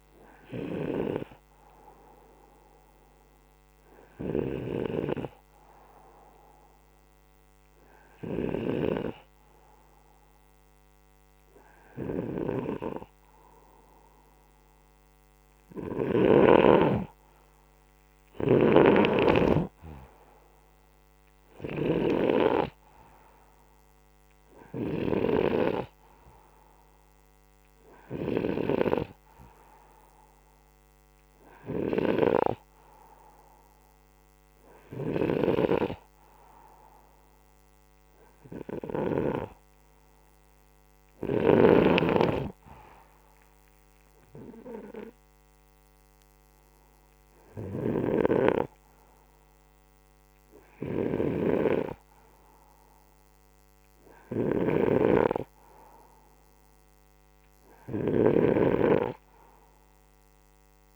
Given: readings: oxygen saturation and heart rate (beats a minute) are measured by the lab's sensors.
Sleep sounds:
breathing in sleep by a microphone on the trachea; none
0.00-11.00 s: oxygen desaturation (device-marked, oxygen 91% lowest, heart rate 63 extreme)
54.00-60.96 s: snoring (device-marked)
From the record:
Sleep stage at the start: N2 (light sleep); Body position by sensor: upright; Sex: male

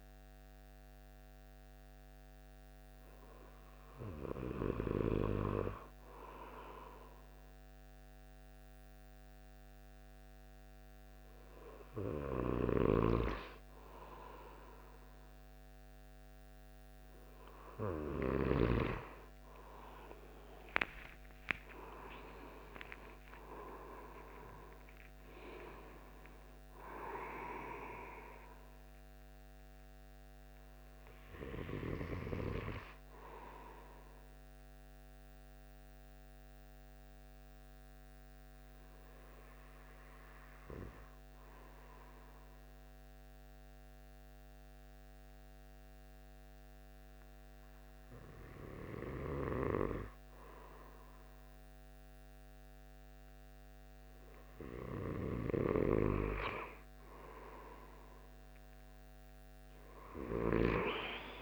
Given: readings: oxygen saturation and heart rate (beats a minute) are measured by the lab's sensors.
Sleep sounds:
breathing in sleep by a microphone on the trachea; 1
20.00-24.50 s: arousal
34.00-49.50 s: hypopnea (oxygen 95% before, 92% lowest, heart rate 76 before, 76 extreme, up 3 after)
51.50-55.00 s: arousal
From the record:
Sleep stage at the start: N2 (light sleep); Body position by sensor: on the right side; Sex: male

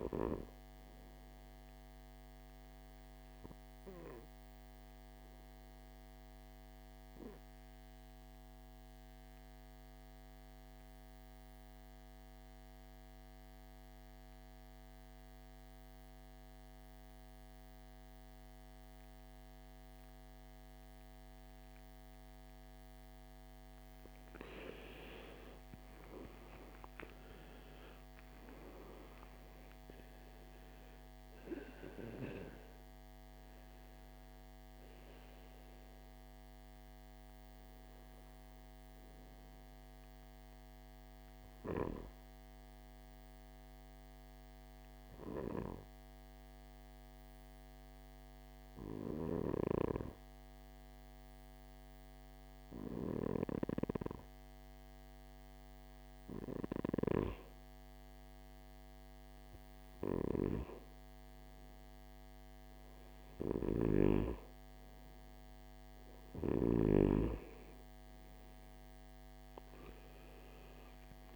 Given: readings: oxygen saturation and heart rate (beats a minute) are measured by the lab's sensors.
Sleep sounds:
breathing in sleep by a microphone on the trachea; 2
0.00-2.00 s: arousal
0.00-13.00 s: oxygen desaturation (device-marked, oxygen 91% lowest, heart rate 53 extreme)
3.50-22.00 s: obstructive apnea (oxygen 98% before, 89% lowest, heart rate 67 before, 52 extreme, up 14 after)
26.00-30.00 s: arousal
28.00-48.00 s: oxygen desaturation (device-marked, oxygen 98% before, 89% lowest, heart rate 57 before, 52 extreme)
41.50-55.50 s: obstructive apnea (oxygen 98% before, 89% lowest, heart rate 64 before, 53 extreme, up 8 after)
57.50-61.00 s: arousal
65.00-71.36 s: oxygen desaturation (device-marked, oxygen 98% before, 93% lowest, heart rate 57 before, 58 extreme)
From the record:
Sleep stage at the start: N2 (light sleep); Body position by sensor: on the right side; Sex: male

